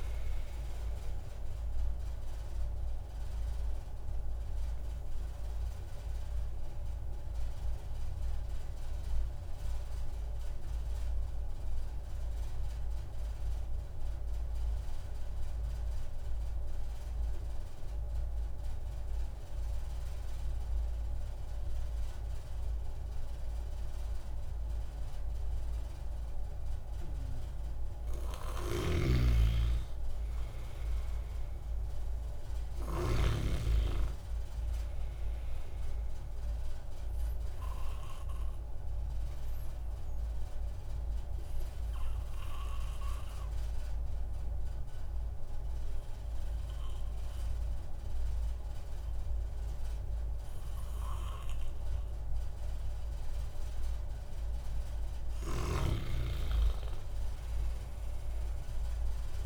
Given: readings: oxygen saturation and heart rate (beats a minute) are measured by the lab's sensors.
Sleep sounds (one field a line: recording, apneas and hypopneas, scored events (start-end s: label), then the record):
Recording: breathing in sleep by a room microphone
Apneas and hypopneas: 2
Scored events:
0.00-15.50 s: oxygen desaturation (device-marked, oxygen 92% lowest)
3.50-27.50 s: obstructive apnea (oxygen 97% before, 92% lowest)
28.50-33.50 s: snoring (device-marked)
30.50-33.00 s: arousal
32.50-54.50 s: oxygen desaturation (device-marked, oxygen 96% before, 92% lowest)
39.00-54.50 s: obstructive apnea (oxygen 97% before, 92% lowest)
56.50-59.46 s: arousal
From the record:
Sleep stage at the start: N2 (light sleep)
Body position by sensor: on the back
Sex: male